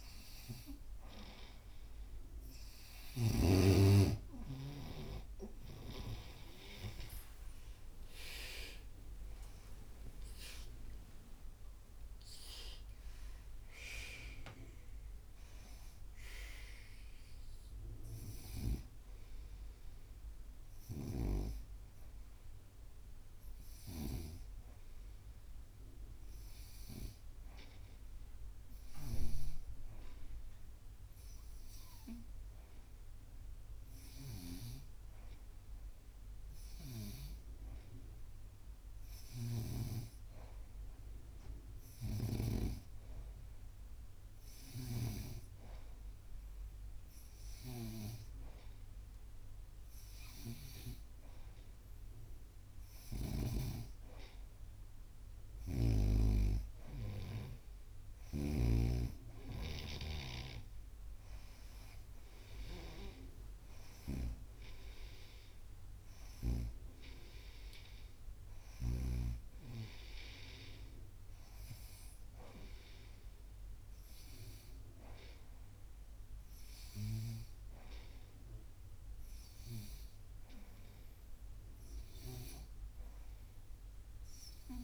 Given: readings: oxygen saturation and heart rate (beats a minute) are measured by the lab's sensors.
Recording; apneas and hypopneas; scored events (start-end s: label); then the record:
breathing in sleep by a room microphone; 1
9.00-12.50 s: arousal
27.00-38.00 s: hypopnea (oxygen 95% before, 92% lowest, heart rate 96 before, 85 extreme, up 0 after)
39.00-42.50 s: snoring (device-marked)
40.00-43.50 s: arousal
43.00-58.00 s: oxygen desaturation (device-marked, oxygen 98% before, 92% lowest, heart rate 90 before, 88 extreme)
58.00-66.50 s: snoring (device-marked)
63.50-67.50 s: arousal
From the record:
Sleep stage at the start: N2 (light sleep); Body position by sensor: on the right side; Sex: female